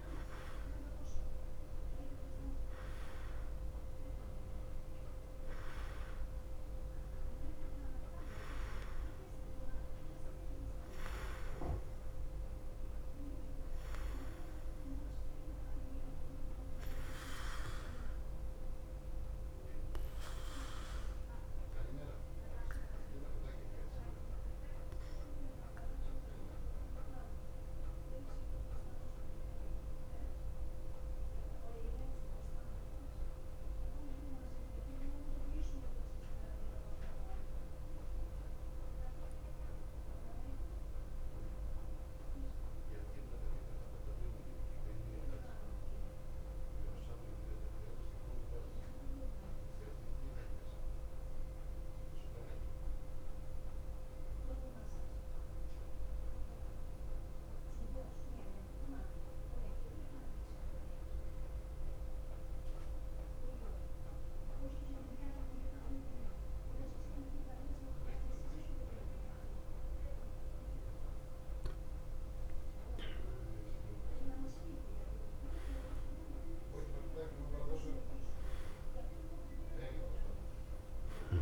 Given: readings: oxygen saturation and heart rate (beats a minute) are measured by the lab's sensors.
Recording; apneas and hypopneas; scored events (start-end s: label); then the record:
breathing in sleep by a room microphone; 1
0.00-43.00 s: oxygen desaturation (device-marked, oxygen 88% lowest, heart rate 52 extreme)
2.00-81.42 s: new sleep stage, REM sleep
25.00-70.50 s: mixed apnea (oxygen 95% before, 86% lowest, heart rate 56 before, 51 extreme, up 6 after)
69.00-81.42 s: oxygen desaturation (device-marked, oxygen 96% before, 86% lowest, heart rate 53 before, 51 extreme)
72.00-77.00 s: arousal
From the record:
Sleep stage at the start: N3 (deep sleep); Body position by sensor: on the back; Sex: male